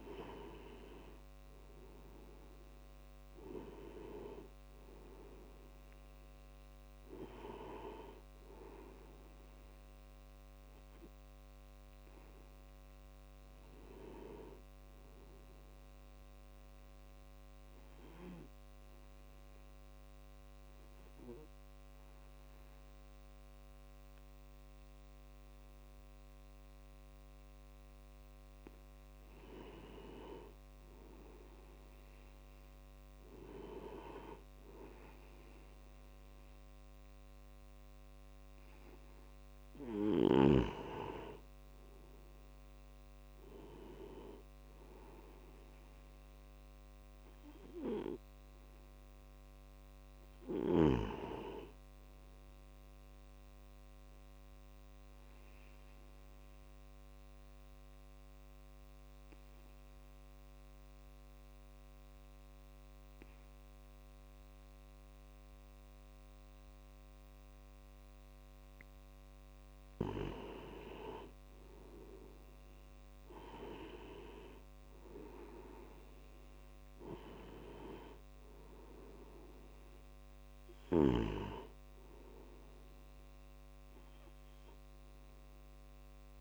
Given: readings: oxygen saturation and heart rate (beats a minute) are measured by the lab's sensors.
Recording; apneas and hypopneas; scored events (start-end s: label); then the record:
breathing in sleep by a microphone on the trachea; 2
0.00-47.00 s: tachycardia (device-marked, heart rate 214 extreme)
17.00-27.50 s: obstructive apnea (oxygen 97% before, 91% lowest, heart rate 143 before, 99 extreme, up 41 after)
29.50-34.00 s: arousal
48.00-65.00 s: tachycardia (device-marked, heart rate 69 before, 146 extreme)
55.50-69.00 s: obstructive apnea (oxygen 97% before, 91% lowest, heart rate 142 before, 59 extreme, up 7 after)
70.50-74.00 s: arousal
76.00-86.41 s: oxygen desaturation (device-marked, oxygen 96% before, 91% lowest, heart rate 100 before, 79 extreme)
81.00-86.41 s: tachycardia (device-marked, heart rate 76 before, 209 extreme)
From the record:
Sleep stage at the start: N2 (light sleep); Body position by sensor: on the back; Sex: male